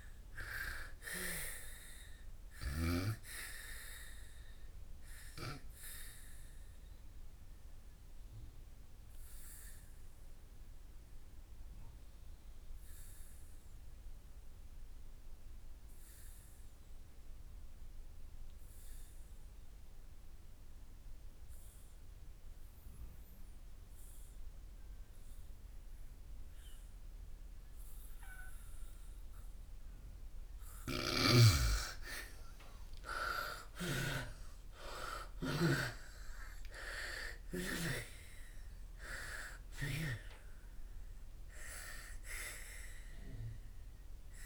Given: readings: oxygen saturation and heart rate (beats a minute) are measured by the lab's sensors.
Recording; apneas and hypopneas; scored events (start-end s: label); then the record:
breathing in sleep by a room microphone; 1
0.00-20.50 s: oxygen desaturation (device-marked, oxygen 82% lowest, heart rate 58 extreme)
5.00-30.50 s: obstructive apnea (oxygen 98% before, 78% lowest, heart rate 71 before, 56 extreme, up 26 after)
22.50-44.46 s: oxygen desaturation (device-marked, oxygen 98% before, 78% lowest, heart rate 65 before, 56 extreme)
32.50-37.00 s: arousal
From the record:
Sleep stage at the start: N2 (light sleep); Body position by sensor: on the back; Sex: female